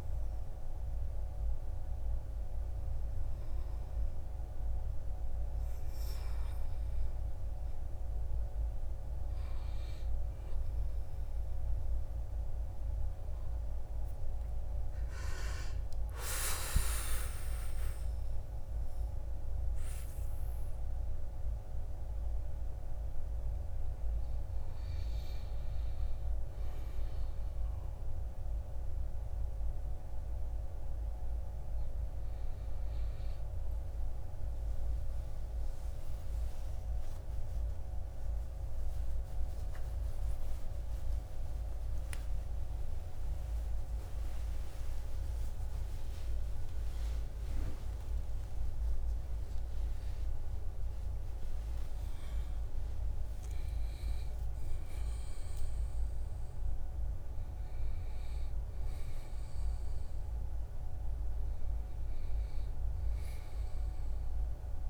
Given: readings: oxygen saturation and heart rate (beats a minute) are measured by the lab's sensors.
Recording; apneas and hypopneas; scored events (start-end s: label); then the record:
a person partly awake in a sleep study, hard to hear, by a room microphone; none
11.00-13.00 s: long interval between heartbeats (device-marked, heart rate 58 before, 60 extreme)
13.00-43.00 s: new sleep stage, awake
43.00-64.89 s: new sleep stage, N1 (lightest sleep)
From the record:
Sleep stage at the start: N2 (light sleep); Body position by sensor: on the back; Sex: male